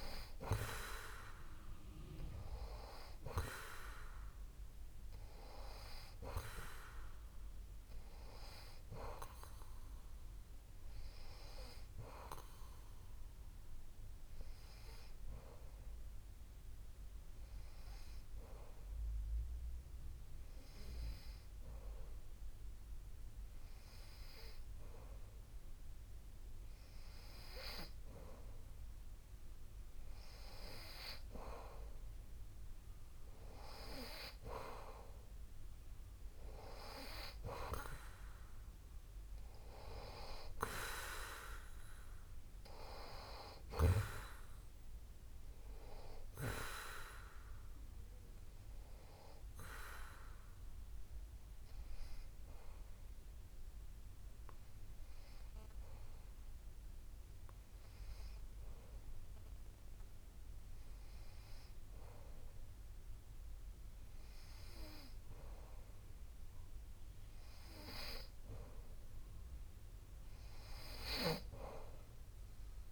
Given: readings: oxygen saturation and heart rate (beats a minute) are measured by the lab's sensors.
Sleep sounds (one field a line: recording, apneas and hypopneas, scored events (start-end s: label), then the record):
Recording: breathing in sleep by a room microphone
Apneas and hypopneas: 2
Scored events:
1.50-20.50 s: oxygen desaturation (device-marked, oxygen 95% before, 91% lowest, heart rate 126 before, 70 extreme)
14.50-29.50 s: hypopnea (oxygen 95% before, 91% lowest, heart rate 103 before, 97 extreme, up 0 after)
32.00-36.00 s: arousal
51.50-66.00 s: hypopnea (oxygen 94% before, 91% lowest, heart rate 129 before, 113 extreme, up 1 after)
70.50-72.92 s: arousal
From the record:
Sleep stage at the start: N2 (light sleep)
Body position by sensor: on the back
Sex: male